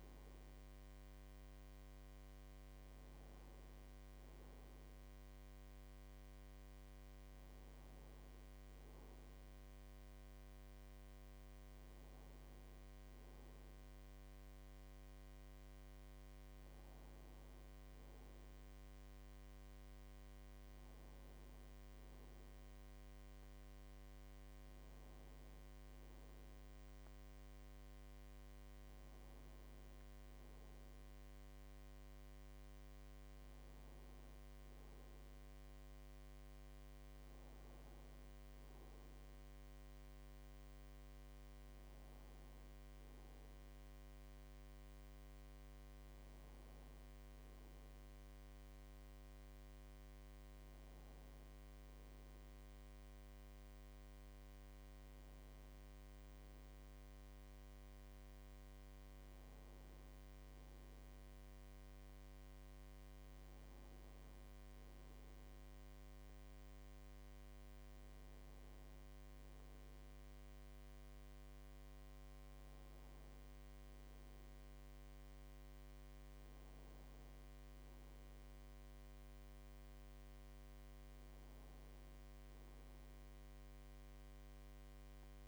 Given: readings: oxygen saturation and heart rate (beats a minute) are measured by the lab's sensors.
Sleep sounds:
breathing in sleep, hard to hear, by a microphone on the trachea; none
53.50-85.48 s: new sleep stage, N2 (light sleep)
From the record:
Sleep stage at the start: N1 (lightest sleep); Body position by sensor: on the right side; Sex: male

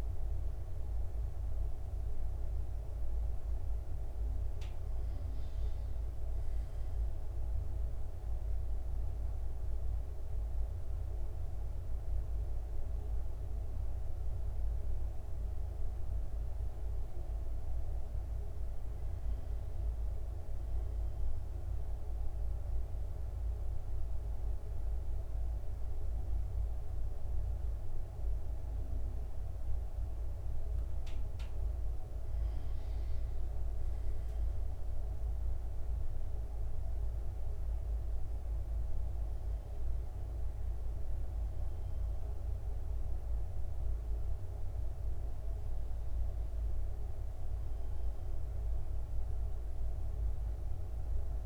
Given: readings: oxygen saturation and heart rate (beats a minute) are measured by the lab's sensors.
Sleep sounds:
breathing in sleep, hard to hear, by a room microphone; 1
15.50-19.00 s: arousal
21.50-33.50 s: central apnea (oxygen 98% before, 96% lowest, heart rate 68 before, 66 extreme, up 3 after)
35.50-40.00 s: arousal
From the record:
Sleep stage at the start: N1 (lightest sleep); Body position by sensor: on the right side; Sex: male

